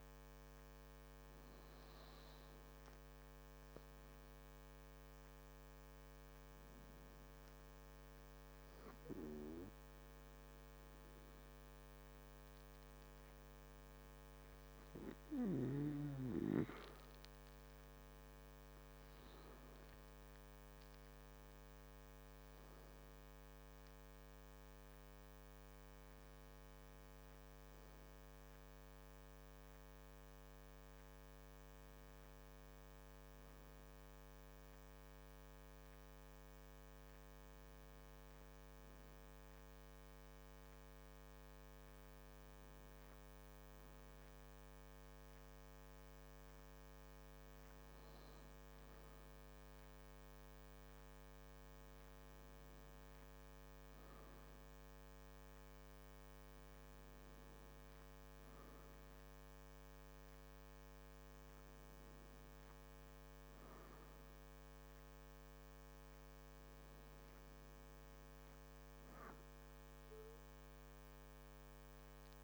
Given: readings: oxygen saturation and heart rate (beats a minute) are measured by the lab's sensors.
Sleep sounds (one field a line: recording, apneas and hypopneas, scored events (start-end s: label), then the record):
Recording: breathing in sleep, hard to hear, by a microphone on the trachea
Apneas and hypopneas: none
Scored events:
20.50-24.00 s: arousal
From the record:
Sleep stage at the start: N2 (light sleep)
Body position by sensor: on the back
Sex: male